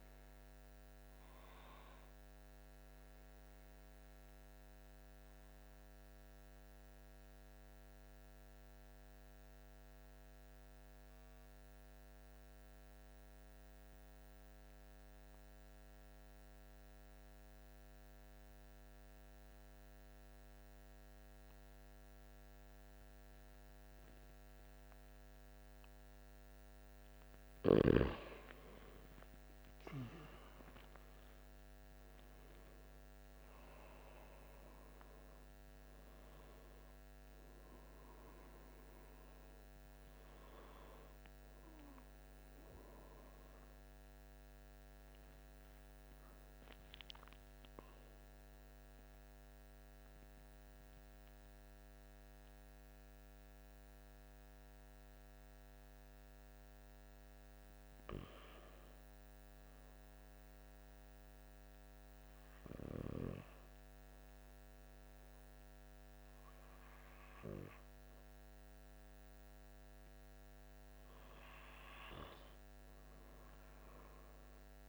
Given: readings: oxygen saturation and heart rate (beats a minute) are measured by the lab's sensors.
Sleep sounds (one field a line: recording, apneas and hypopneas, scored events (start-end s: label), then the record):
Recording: breathing in sleep by a microphone on the trachea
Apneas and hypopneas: 2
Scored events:
0.00-3.50 s: oxygen desaturation (device-marked, oxygen 81% lowest, heart rate 51 extreme)
14.50-27.00 s: obstructive apnea (oxygen 99% before, 90% lowest, heart rate 51 before, 52 extreme, up 9 after)
24.50-51.50 s: oxygen desaturation (device-marked, oxygen 99% before, 90% lowest, heart rate 51 before, 49 extreme)
30.50-34.50 s: arousal
48.00-58.00 s: obstructive apnea (oxygen 99% before, 89% lowest, heart rate 57 before, 49 extreme, up 3 after)
60.00-63.50 s: arousal
From the record:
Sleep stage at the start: N2 (light sleep)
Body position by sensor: on the back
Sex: male